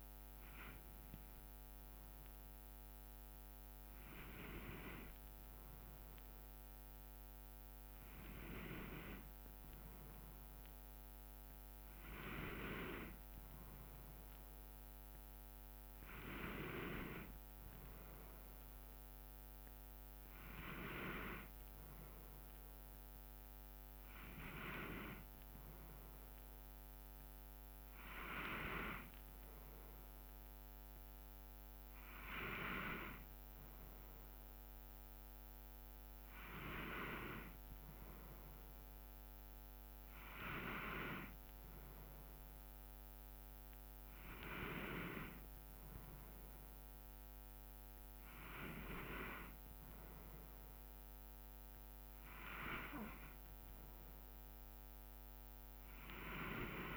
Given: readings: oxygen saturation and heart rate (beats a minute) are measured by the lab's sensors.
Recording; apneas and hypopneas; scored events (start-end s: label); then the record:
breathing in sleep by a microphone on the trachea; none
21.00-56.97 s: new sleep stage, N2 (light sleep)
From the record:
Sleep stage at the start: N1 (lightest sleep); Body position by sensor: on the back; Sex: male